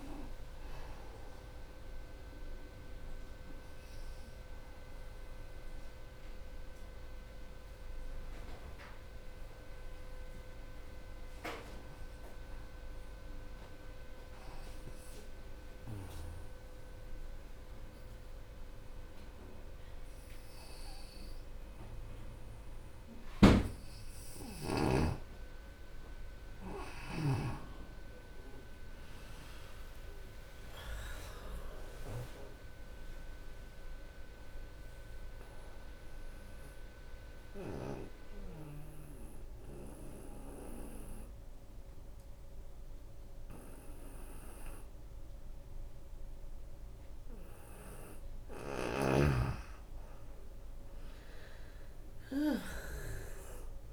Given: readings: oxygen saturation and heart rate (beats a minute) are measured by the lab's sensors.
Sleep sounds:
breathing in sleep by a room microphone; 2
0.00-7.00 s: drop in pulse transit time (device-marked, heart rate 69 extreme)
0.00-17.00 s: oxygen desaturation (device-marked, oxygen 82% lowest, heart rate 69 extreme)
13.50-24.50 s: hypopnea (oxygen 88% before, 83% lowest, heart rate 77 before, 68 extreme, up 10 after)
27.00-32.00 s: arousal
30.00-48.00 s: oxygen desaturation (device-marked, oxygen 95% before, 86% lowest, heart rate 79 before, 26 extreme)
31.00-41.00 s: drop in pulse transit time (device-marked, heart rate 80 before, 72 extreme)
34.00-36.00 s: long interval between heartbeats (device-marked, heart rate 81 before, 82 extreme)
36.50-49.00 s: obstructive apnea (oxygen 95% before, 84% lowest, heart rate 82 before, 26 extreme, up 4 after)
49.00-51.00 s: long interval between heartbeats (device-marked, heart rate 78 before, 64 extreme)
50.00-53.93 s: bradycardia (device-marked, heart rate 77 before, 26 extreme)
50.50-53.93 s: arousal
51.00-53.00 s: long interval between heartbeats (device-marked, heart rate 77 before, 66 extreme)
From the record:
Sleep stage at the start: N2 (light sleep); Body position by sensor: on the right side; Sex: female

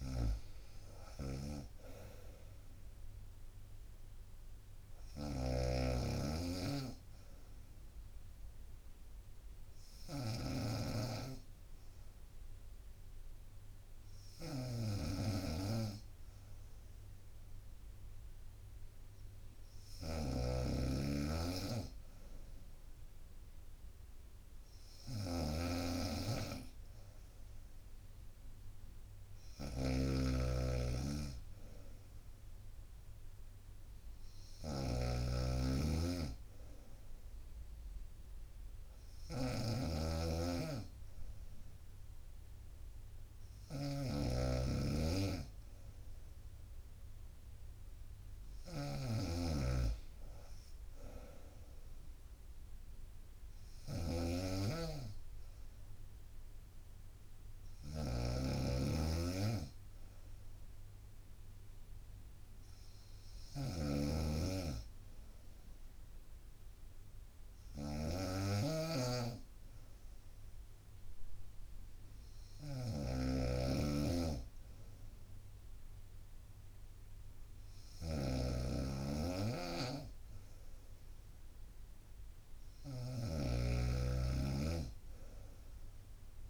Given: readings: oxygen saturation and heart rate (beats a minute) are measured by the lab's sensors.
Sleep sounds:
breathing in sleep by a room microphone; 1
0.00-86.50 s: snoring (device-marked)
8.00-20.00 s: obstructive apnea (oxygen 95% before, 93% lowest, heart rate 66 before, 64 extreme, up 2 after)
22.50-25.50 s: arousal
82.50-85.50 s: arousal
From the record:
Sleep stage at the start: N2 (light sleep); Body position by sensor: on the right side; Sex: female

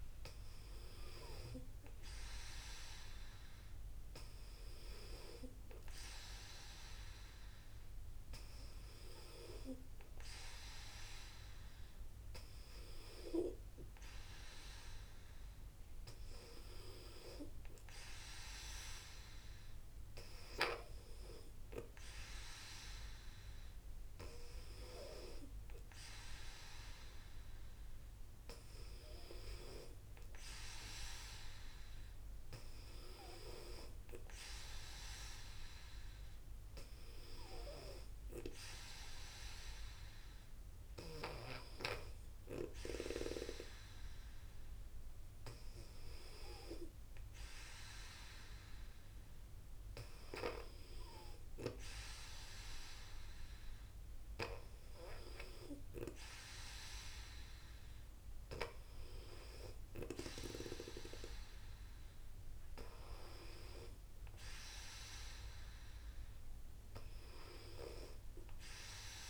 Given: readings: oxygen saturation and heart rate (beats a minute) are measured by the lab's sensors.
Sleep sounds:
breathing in sleep by a room microphone; none
none scored
From the record:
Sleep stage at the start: N2 (light sleep); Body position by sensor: on the back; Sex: female

